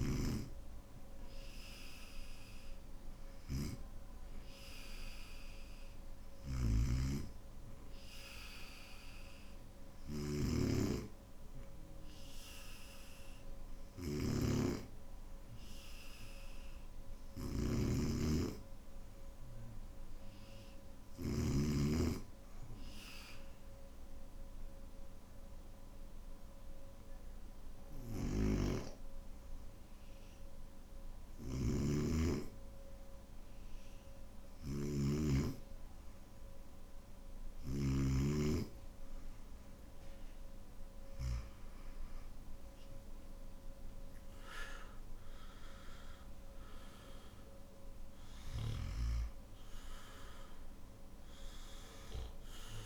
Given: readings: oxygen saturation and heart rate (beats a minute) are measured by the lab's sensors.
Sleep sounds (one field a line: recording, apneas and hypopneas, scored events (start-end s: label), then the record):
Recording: breathing in sleep by a room microphone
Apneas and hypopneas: 1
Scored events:
6.00-21.00 s: snoring (device-marked)
22.00-34.00 s: hypopnea (oxygen 96% before, 92% lowest, heart rate 58 before, 51 extreme, up 2 after)
31.00-38.00 s: snoring (device-marked)
46.50-52.86 s: oxygen desaturation (device-marked, oxygen 96% before, 92% lowest, heart rate 54 before, 50 extreme)
From the record:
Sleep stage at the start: N3 (deep sleep)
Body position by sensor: on the back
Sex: male